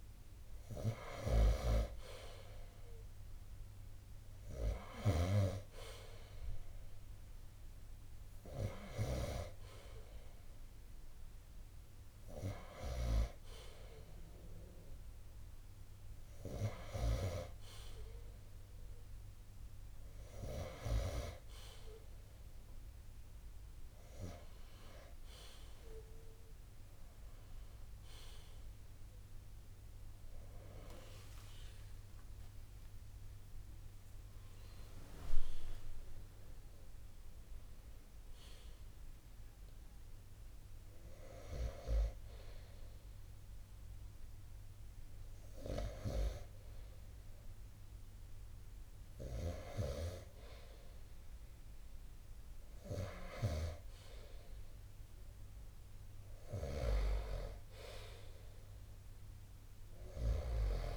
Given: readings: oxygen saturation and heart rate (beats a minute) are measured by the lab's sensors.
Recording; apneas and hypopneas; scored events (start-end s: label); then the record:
breathing in sleep by a room microphone; 1
29.50-33.50 s: arousal
41.00-53.50 s: hypopnea (oxygen 92% before, 89% lowest, heart rate 58 before, 26 extreme, up 42 after)
56.50-60.97 s: arousal
59.50-60.97 s: oxygen desaturation (device-marked, oxygen 93% before, 90% lowest, heart rate 53 before, 35 extreme)
From the record:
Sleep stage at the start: N2 (light sleep); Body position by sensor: on the right side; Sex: male